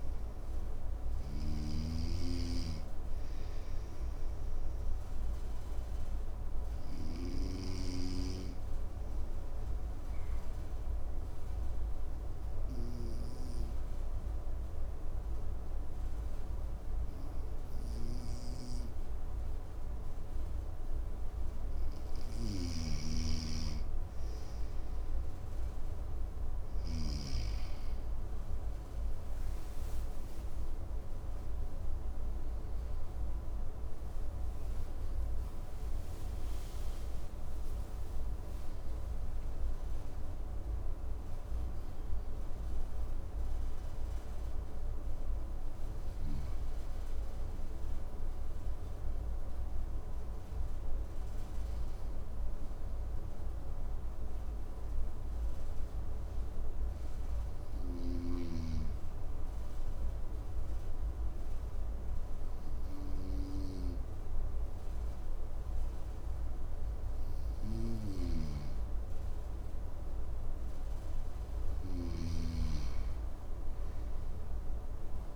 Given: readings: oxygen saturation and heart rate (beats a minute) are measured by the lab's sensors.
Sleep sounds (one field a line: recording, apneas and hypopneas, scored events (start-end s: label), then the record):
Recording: breathing in sleep by a room microphone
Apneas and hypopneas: 2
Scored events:
0.00-1.00 s: snoring (device-marked)
4.00-21.00 s: obstructive apnea (oxygen 97% before, 96% lowest, heart rate 60 before, 54 extreme, up 6 after)
22.00-26.50 s: snoring (device-marked)
29.00-36.00 s: arousal
50.00-67.00 s: obstructive apnea (oxygen 98% before, 95% lowest, heart rate 70 before, 53 extreme, up 6 after)
67.50-75.36 s: snoring (device-marked)
68.50-72.00 s: arousal
From the record:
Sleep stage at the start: N2 (light sleep)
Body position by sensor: on the right side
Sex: male